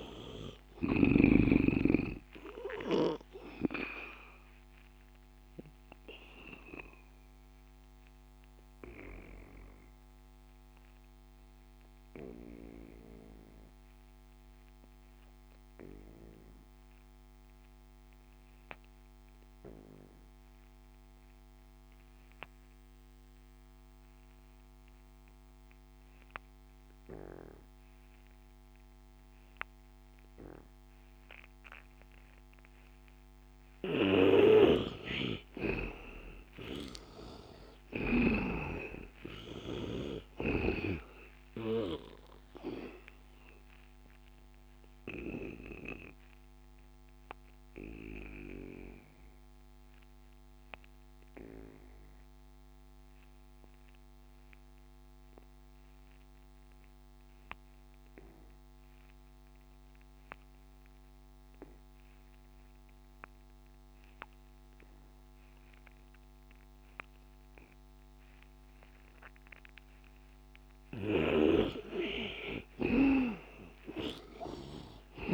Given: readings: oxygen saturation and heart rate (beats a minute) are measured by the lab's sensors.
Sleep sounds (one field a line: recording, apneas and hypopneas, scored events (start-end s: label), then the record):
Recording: breathing in sleep by a microphone on the trachea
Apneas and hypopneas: 2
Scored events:
0.00-1.50 s: snoring (device-marked)
0.00-20.00 s: oxygen desaturation (device-marked, oxygen 76% lowest, heart rate 76 extreme)
5.00-33.50 s: obstructive apnea (oxygen 99% before, 74% lowest, heart rate 84 before, 76 extreme, up 17 after)
34.00-59.00 s: oxygen desaturation (device-marked, oxygen 98% before, 78% lowest, heart rate 79 before, 76 extreme)
36.00-40.00 s: arousal
36.50-40.00 s: snoring (device-marked)
43.50-71.00 s: obstructive apnea (oxygen 99% before, 74% lowest, heart rate 82 before, 73 extreme, up 16 after)
61.00-75.34 s: oxygen desaturation (device-marked, oxygen 99% before, 74% lowest, heart rate 85 before, 73 extreme)
71.00-75.00 s: snoring (device-marked)
73.50-75.34 s: arousal
From the record:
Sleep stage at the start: N2 (light sleep)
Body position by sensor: on the back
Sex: male